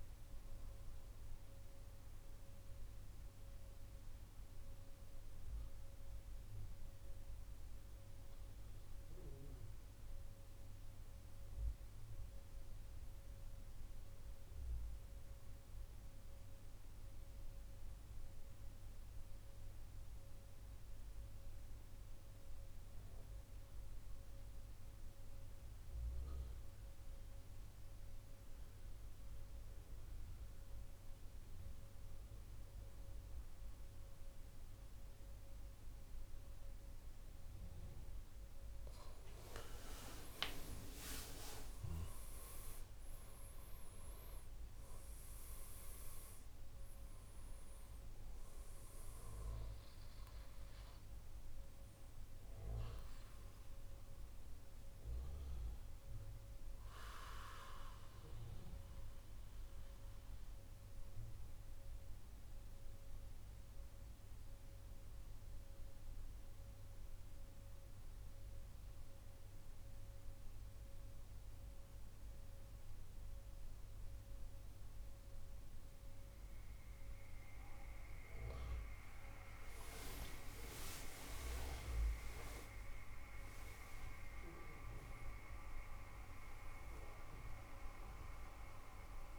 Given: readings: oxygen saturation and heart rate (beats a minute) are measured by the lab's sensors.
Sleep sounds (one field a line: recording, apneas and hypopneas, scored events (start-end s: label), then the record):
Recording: breathing in sleep by a room microphone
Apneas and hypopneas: 2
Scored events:
0.00-17.00 s: oxygen desaturation (device-marked, oxygen 91% lowest, heart rate 58 extreme)
1.00-38.50 s: mixed apnea (oxygen 98% before, 91% lowest, heart rate 129 before, 58 extreme)
34.00-64.00 s: oxygen desaturation (device-marked, oxygen 98% before, 91% lowest, heart rate 98 before, 59 extreme)
40.00-44.00 s: arousal
58.50-77.50 s: central apnea (oxygen 97% before, 91% lowest, heart rate 107 before, 59 extreme, up 9 after)
79.00-83.50 s: arousal
From the record:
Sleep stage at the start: N2 (light sleep)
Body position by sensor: on the back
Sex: male